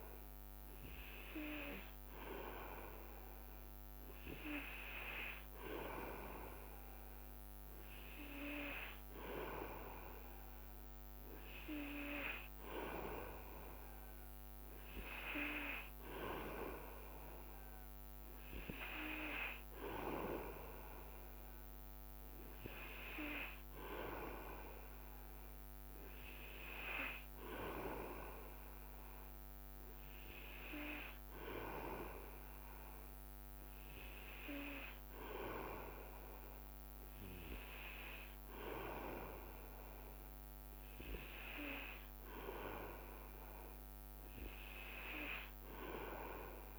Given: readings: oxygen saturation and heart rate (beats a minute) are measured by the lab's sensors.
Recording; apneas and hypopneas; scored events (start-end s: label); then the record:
breathing in sleep by a microphone on the trachea; none
31.50-38.00 s: leg movement (device-marked)
41.00-42.50 s: leg movement (device-marked)
From the record:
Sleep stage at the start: N2 (light sleep); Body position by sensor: on the back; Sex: male